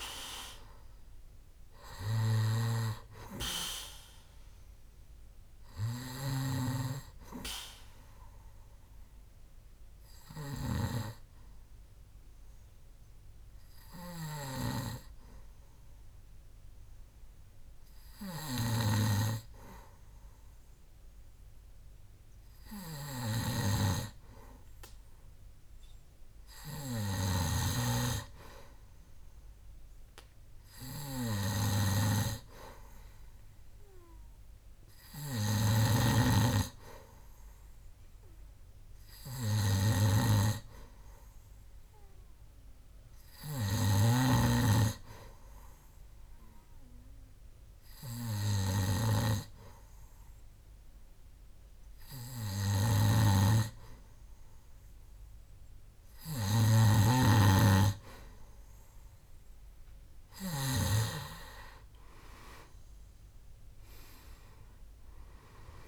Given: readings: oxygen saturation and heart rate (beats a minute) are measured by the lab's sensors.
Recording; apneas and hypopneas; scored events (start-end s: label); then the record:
breathing in sleep by a room microphone; 2
0.00-16.50 s: oxygen desaturation (device-marked, oxygen 92% lowest, heart rate 65 extreme)
6.00-11.00 s: snoring (device-marked)
8.50-24.50 s: hypopnea (oxygen 98% before, 92% lowest, heart rate 70 before, 65 extreme, up 4 after)
18.50-61.00 s: snoring (device-marked)
25.50-29.00 s: arousal
30.50-46.50 s: oxygen desaturation (device-marked, oxygen 98% before, 93% lowest, heart rate 67 before, 66 extreme)
47.50-58.00 s: hypopnea (oxygen 98% before, 92% lowest, heart rate 67 before, 68 extreme, up 6 after)
62.50-65.50 s: arousal
From the record:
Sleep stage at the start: N2 (light sleep); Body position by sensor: on the back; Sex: male